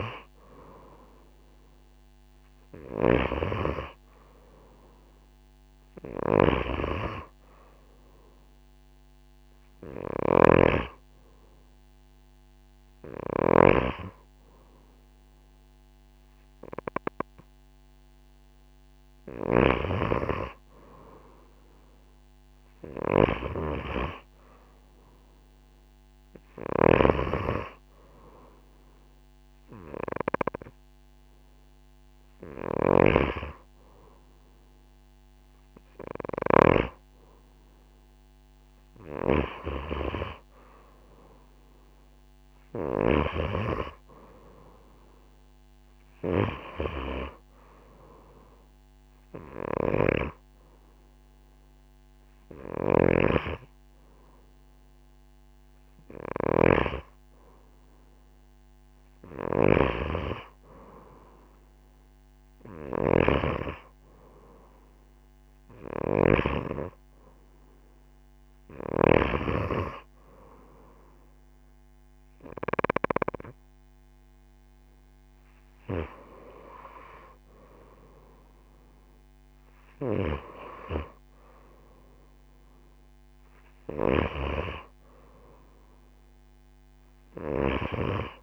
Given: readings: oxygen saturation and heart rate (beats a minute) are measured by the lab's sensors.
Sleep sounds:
breathing in sleep by a microphone on the trachea; 1
6.00-19.50 s: snoring (device-marked)
26.50-33.00 s: snoring (device-marked)
43.00-46.50 s: arousal
45.50-64.50 s: oxygen desaturation (device-marked, oxygen 93% before, 90% lowest)
49.50-60.50 s: hypopnea (oxygen 93% before, 88% lowest)
52.50-60.00 s: snoring (device-marked)
65.50-69.00 s: arousal
66.50-75.50 s: oxygen desaturation (device-marked, oxygen 94% before, 91% lowest)
From the record:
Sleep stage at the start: N2 (light sleep); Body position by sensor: on the right side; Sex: female

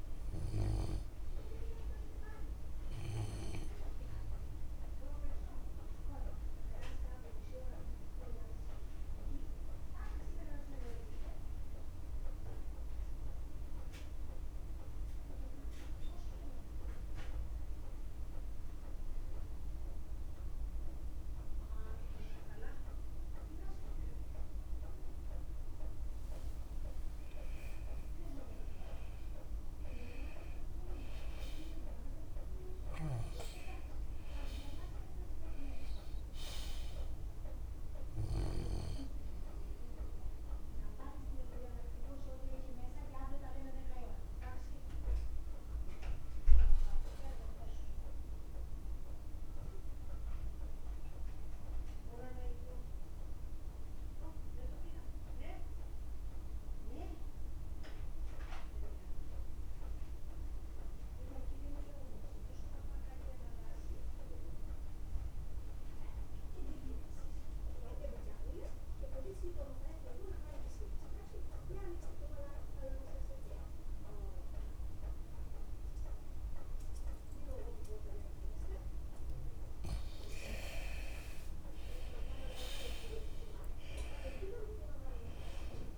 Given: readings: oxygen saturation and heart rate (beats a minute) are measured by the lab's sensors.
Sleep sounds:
breathing in sleep by a room microphone; 2
3.00-23.00 s: oxygen desaturation (device-marked, oxygen 96% before, 92% lowest, heart rate 58 before, 52 extreme)
5.00-25.50 s: mixed apnea (oxygen 97% before, 90% lowest, heart rate 58 before, 51 extreme, up 5 after)
28.00-33.00 s: arousal
41.50-79.00 s: mixed apnea (oxygen 97% before, 86% lowest, heart rate 55 before, 51 extreme, up 9 after)
73.00-85.98 s: oxygen desaturation (device-marked, oxygen 97% before, 86% lowest, heart rate 54 before, 51 extreme)
77.50-79.50 s: long interval between heartbeats (device-marked, heart rate 55 before, 63 extreme)
81.50-85.98 s: arousal
82.50-84.50 s: long interval between heartbeats (device-marked, heart rate 58 before, 58 extreme)
From the record:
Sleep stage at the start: N2 (light sleep); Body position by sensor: on the left side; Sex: male

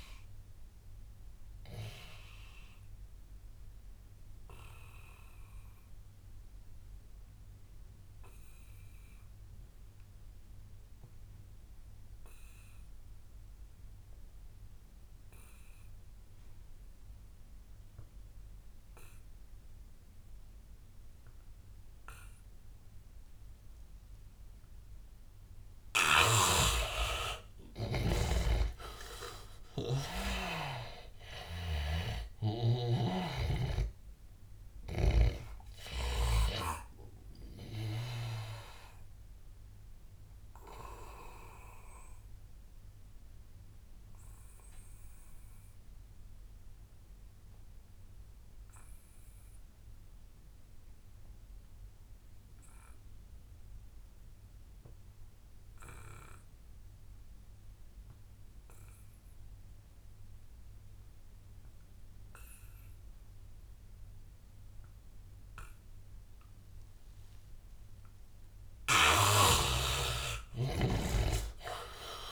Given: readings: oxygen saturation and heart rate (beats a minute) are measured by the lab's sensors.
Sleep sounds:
breathing in sleep by a room microphone; 2
0.00-13.00 s: oxygen desaturation (device-marked, oxygen 78% lowest, heart rate 84 extreme)
1.00-25.50 s: obstructive apnea (oxygen 100% before, 78% lowest, heart rate 88 before, 85 extreme, up 8 after)
24.00-48.00 s: oxygen desaturation (device-marked, oxygen 100% before, 80% lowest, heart rate 91 before, 78 extreme)
26.00-38.50 s: snoring (device-marked)
28.50-31.00 s: arousal
39.00-67.50 s: obstructive apnea (oxygen 100% before, 76% lowest, heart rate 92 before, 78 extreme, up 15 after)
61.00-72.32 s: oxygen desaturation (device-marked, oxygen 100% before, 76% lowest, heart rate 87 before, 78 extreme)
69.00-72.32 s: arousal
69.00-72.32 s: snoring (device-marked)
From the record:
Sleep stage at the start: N2 (light sleep); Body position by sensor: on the back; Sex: male

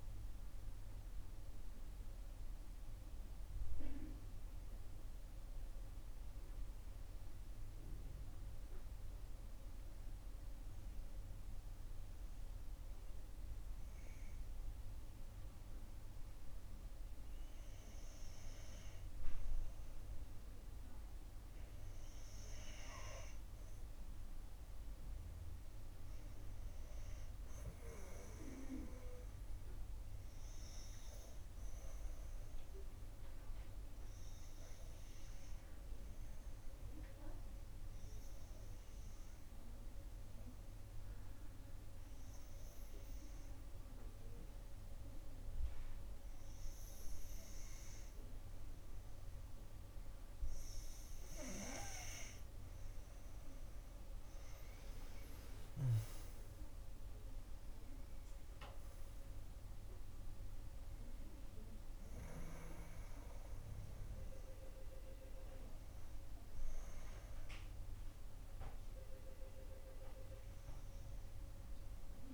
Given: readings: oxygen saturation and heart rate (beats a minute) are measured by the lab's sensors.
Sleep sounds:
breathing in sleep by a room microphone; 2
0.00-4.50 s: oxygen desaturation (device-marked, oxygen 90% lowest, heart rate 52 extreme)
6.00-9.50 s: arousal
10.50-21.00 s: obstructive apnea (oxygen 97% before, 90% lowest, heart rate 54 before, 54 extreme, up 4 after)
24.50-27.50 s: arousal
24.50-60.50 s: oxygen desaturation (device-marked, oxygen 97% before, 92% lowest, heart rate 59 before, 48 extreme)
34.00-52.50 s: obstructive apnea (oxygen 97% before, 90% lowest, heart rate 59 before, 51 extreme, up 10 after)
54.00-59.00 s: arousal
From the record:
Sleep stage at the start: N2 (light sleep); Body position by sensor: on the back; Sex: female

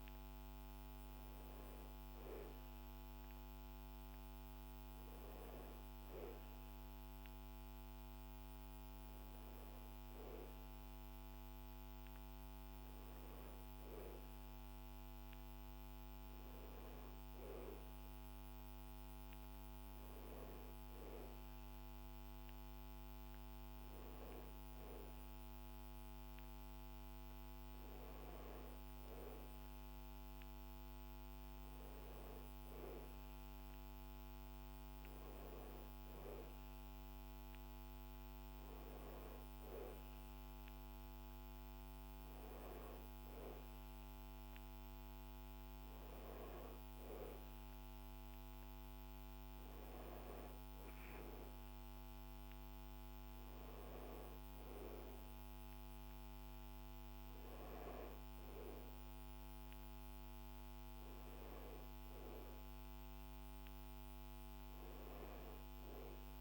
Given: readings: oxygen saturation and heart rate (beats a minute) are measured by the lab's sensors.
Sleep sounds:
breathing in sleep, hard to hear, by a microphone on the trachea; none
none scored
From the record:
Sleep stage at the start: N1 (lightest sleep); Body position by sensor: on the back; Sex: male

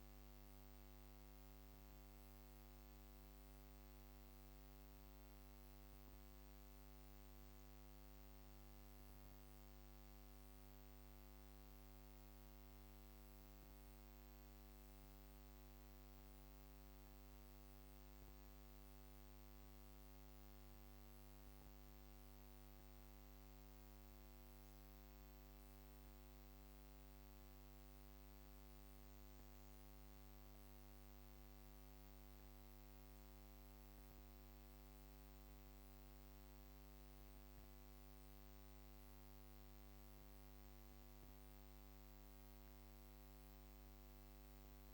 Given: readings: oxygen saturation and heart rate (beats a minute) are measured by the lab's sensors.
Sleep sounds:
breathing in sleep, hard to hear, by a microphone on the trachea; 1
0.00-10.00 s: oxygen desaturation (device-marked, oxygen 92% lowest)
12.50-27.50 s: hypopnea (oxygen 97% before, 95% lowest)
30.00-33.50 s: arousal
From the record:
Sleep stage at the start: N2 (light sleep); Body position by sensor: on the back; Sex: female

